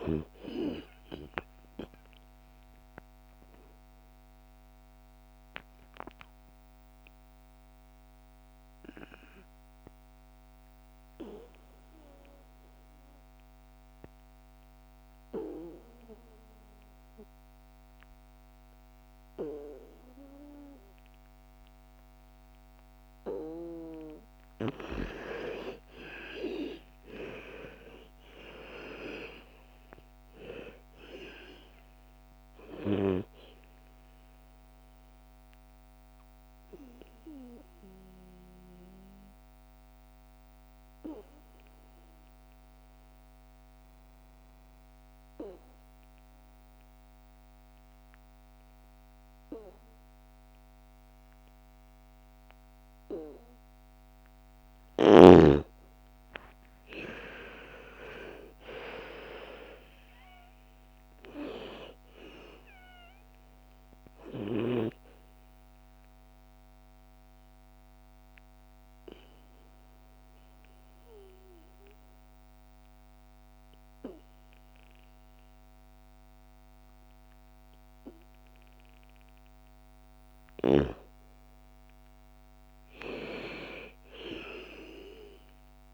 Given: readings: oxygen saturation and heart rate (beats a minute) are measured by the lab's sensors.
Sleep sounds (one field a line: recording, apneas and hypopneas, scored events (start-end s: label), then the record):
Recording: breathing in sleep by a microphone on the trachea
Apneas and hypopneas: 3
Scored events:
0.00-13.00 s: oxygen desaturation (device-marked, oxygen 79% lowest, heart rate 56 extreme)
4.50-24.00 s: mixed apnea (oxygen 98% before, 79% lowest, heart rate 64 before, 55 extreme, up 15 after)
25.00-29.50 s: arousal
26.00-44.00 s: oxygen desaturation (device-marked, oxygen 99% before, 84% lowest, heart rate 61 before, 55 extreme)
34.50-54.00 s: obstructive apnea (oxygen 99% before, 84% lowest, heart rate 62 before, 55 extreme, up 13 after)
55.00-81.00 s: oxygen desaturation (device-marked, oxygen 99% before, 85% lowest, heart rate 58 before, 55 extreme)
55.50-60.00 s: arousal
64.50-80.50 s: obstructive apnea (oxygen 99% before, 85% lowest, heart rate 60 before, 55 extreme, up 13 after)
83.00-85.94 s: arousal
From the record:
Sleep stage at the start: N2 (light sleep)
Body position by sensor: on the back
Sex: female